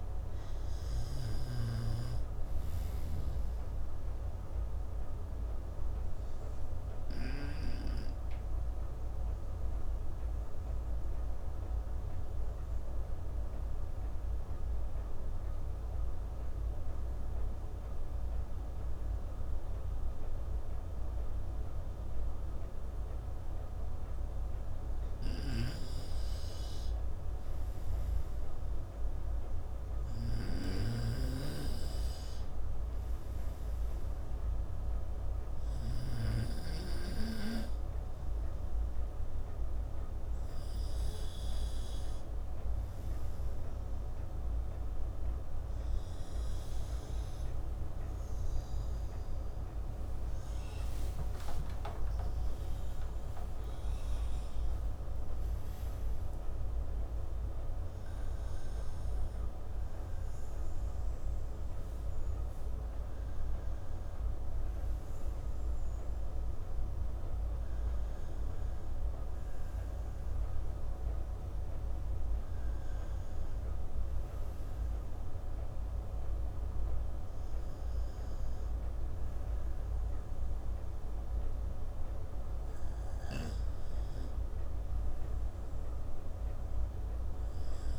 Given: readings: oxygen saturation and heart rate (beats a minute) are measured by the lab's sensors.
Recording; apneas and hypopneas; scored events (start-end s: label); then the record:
breathing in sleep, hard to hear, by a room microphone; 1
4.50-24.50 s: obstructive apnea (oxygen 97% before, 90% lowest, heart rate 69 before, 62 extreme, up 6 after)
5.00-27.00 s: oxygen desaturation (device-marked, oxygen 95% before, 90% lowest, heart rate 69 before, 62 extreme)
25.50-36.50 s: snoring (device-marked)
28.00-32.00 s: arousal
41.00-64.00 s: oxygen desaturation (device-marked, oxygen 96% before, 90% lowest, heart rate 68 before, 63 extreme)
51.00-55.00 s: arousal
51.00-81.00 s: new sleep stage, N1 (lightest sleep)
81.00-87.99 s: new sleep stage, N2 (light sleep)
From the record:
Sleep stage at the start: N2 (light sleep); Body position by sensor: on the right side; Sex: male